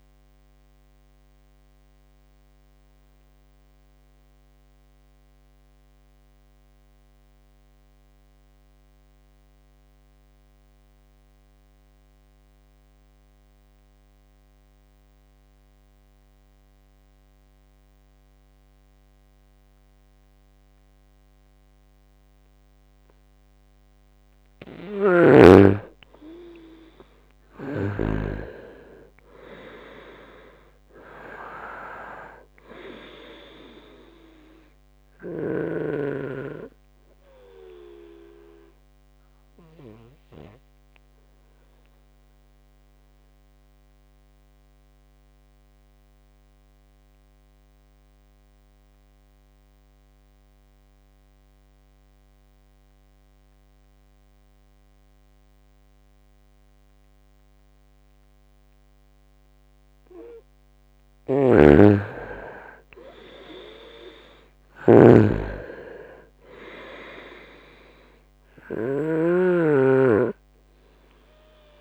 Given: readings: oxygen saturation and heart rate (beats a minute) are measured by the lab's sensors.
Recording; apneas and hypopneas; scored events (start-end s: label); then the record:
breathing in sleep by a microphone on the trachea; 2
0.00-14.00 s: oxygen desaturation (device-marked, oxygen 88% lowest, heart rate 63 extreme)
2.00-23.50 s: obstructive apnea (oxygen 98% before, 85% lowest, heart rate 71 before, 66 extreme, up 5 after)
24.50-28.00 s: snoring (device-marked)
25.50-29.50 s: arousal
27.00-52.00 s: oxygen desaturation (device-marked, oxygen 99% before, 87% lowest, heart rate 68 before, 69 extreme)
40.50-59.00 s: obstructive apnea (oxygen 99% before, 85% lowest, heart rate 70 before, 62 extreme, up 0 after)
61.00-64.50 s: arousal
61.00-69.00 s: snoring (device-marked)
63.00-71.81 s: oxygen desaturation (device-marked, oxygen 99% before, 85% lowest, heart rate 73 before, 62 extreme)
From the record:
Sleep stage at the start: N2 (light sleep); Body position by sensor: on the right side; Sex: male